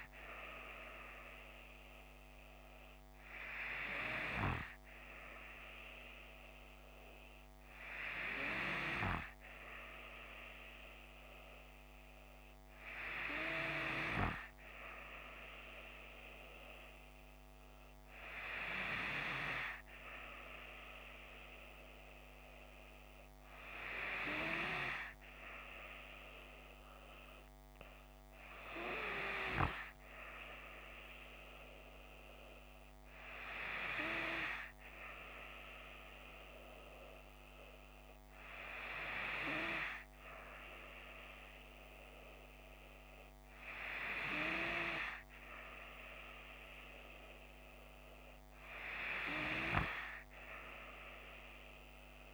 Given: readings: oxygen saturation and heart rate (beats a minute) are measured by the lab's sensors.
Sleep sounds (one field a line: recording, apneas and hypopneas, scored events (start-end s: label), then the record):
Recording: breathing in sleep by a microphone on the trachea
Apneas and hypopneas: none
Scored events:
none scored
From the record:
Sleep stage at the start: N2 (light sleep)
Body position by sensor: on the left side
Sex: female